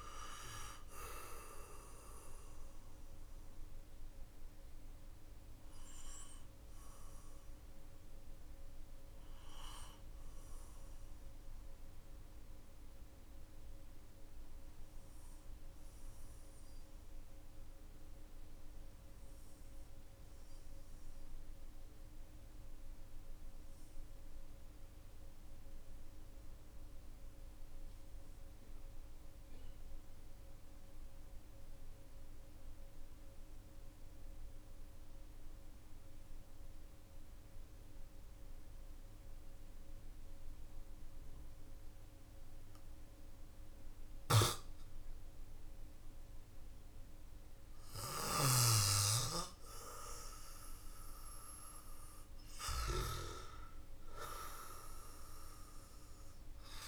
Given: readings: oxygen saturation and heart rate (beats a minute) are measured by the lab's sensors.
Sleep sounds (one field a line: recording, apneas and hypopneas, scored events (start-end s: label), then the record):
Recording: breathing in sleep by a room microphone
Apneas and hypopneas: 1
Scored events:
0.00-22.50 s: oxygen desaturation (device-marked, oxygen 90% lowest, heart rate 46 extreme)
6.50-48.00 s: obstructive apnea (oxygen 96% before, 90% lowest, heart rate 52 before, 46 extreme, up 12 after)
50.00-54.00 s: arousal
54.50-56.88 s: oxygen desaturation (device-marked, oxygen 97% before, 91% lowest, heart rate 55 before, 44 extreme)
From the record:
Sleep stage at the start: N2 (light sleep)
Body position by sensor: on the back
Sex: male